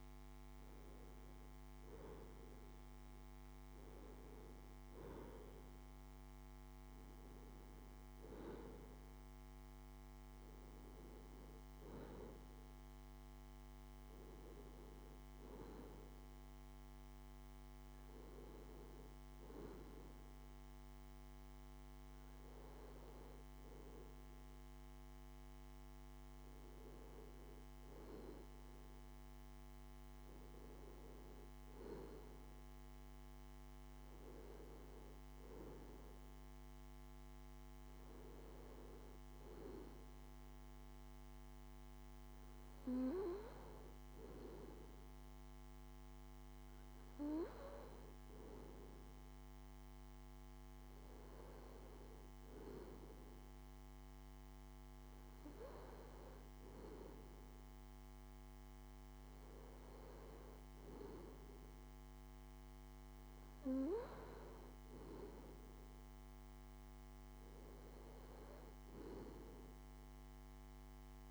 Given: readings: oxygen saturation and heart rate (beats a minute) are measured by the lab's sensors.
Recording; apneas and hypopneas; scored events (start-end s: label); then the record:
breathing in sleep by a microphone on the trachea; none
6.50-71.31 s: new sleep stage, N2 (light sleep)
From the record:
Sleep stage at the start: N1 (lightest sleep); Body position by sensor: on the left side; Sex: male